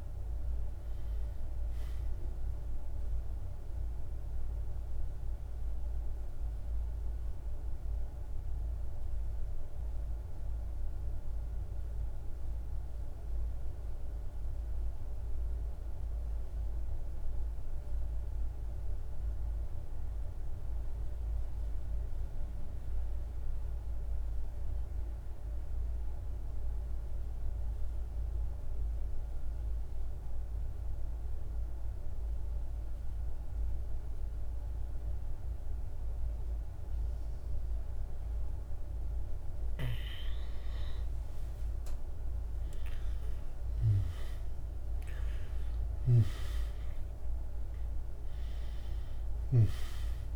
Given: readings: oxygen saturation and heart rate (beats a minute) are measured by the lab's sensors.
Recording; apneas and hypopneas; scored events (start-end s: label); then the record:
breathing in sleep, hard to hear, by a room microphone; 1
0.00-13.50 s: oxygen desaturation (device-marked, oxygen 88% lowest, heart rate 47 extreme)
1.50-38.50 s: central apnea (oxygen 98% before, 86% lowest, heart rate 69 before, 47 extreme, up 7 after)
29.50-50.36 s: oxygen desaturation (device-marked, oxygen 99% before, 86% lowest, heart rate 50 before, 48 extreme)
41.50-45.50 s: arousal
44.50-48.50 s: snoring (device-marked)
From the record:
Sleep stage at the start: N2 (light sleep); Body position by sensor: on the back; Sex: male